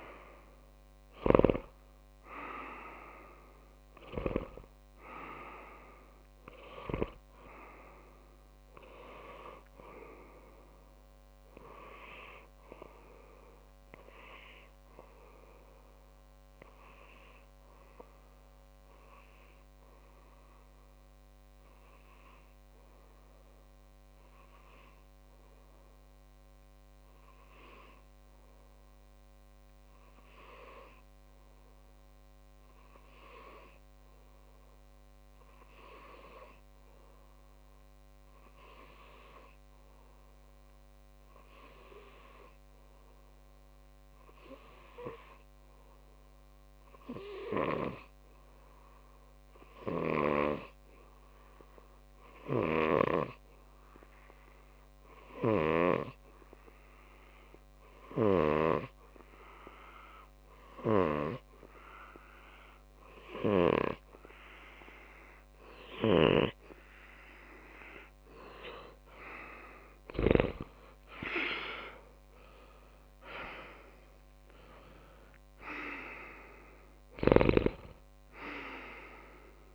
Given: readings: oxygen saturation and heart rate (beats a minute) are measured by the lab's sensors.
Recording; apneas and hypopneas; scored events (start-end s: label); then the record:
breathing in sleep by a microphone on the trachea; 1
0.00-8.50 s: oxygen desaturation (device-marked, oxygen 95% lowest)
2.00-4.00 s: long interval between heartbeats (device-marked, heart rate 61 before, 28 extreme)
16.50-18.50 s: long interval between heartbeats (device-marked)
19.00-21.00 s: long interval between heartbeats (device-marked)
21.00-65.50 s: obstructive apnea (oxygen 96% before, 94% lowest)
22.50-24.50 s: long interval between heartbeats (device-marked, heart rate 36 before, 88 extreme)
30.50-32.50 s: long interval between heartbeats (device-marked, heart rate 45 before, 38 extreme)
45.50-57.50 s: oxygen desaturation (device-marked, oxygen 99% before, 95% lowest)
48.50-50.50 s: long interval between heartbeats (device-marked)
56.50-58.50 s: long interval between heartbeats (device-marked)
60.00-62.00 s: long interval between heartbeats (device-marked)
67.00-69.00 s: long interval between heartbeats (device-marked)
71.00-75.00 s: arousal
71.50-73.50 s: long interval between heartbeats (device-marked)
72.50-74.50 s: tachycardia (device-marked)
74.00-76.00 s: long interval between heartbeats (device-marked, heart rate 32 before, 92 extreme)
From the record:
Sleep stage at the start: N2 (light sleep); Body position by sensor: on the back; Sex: male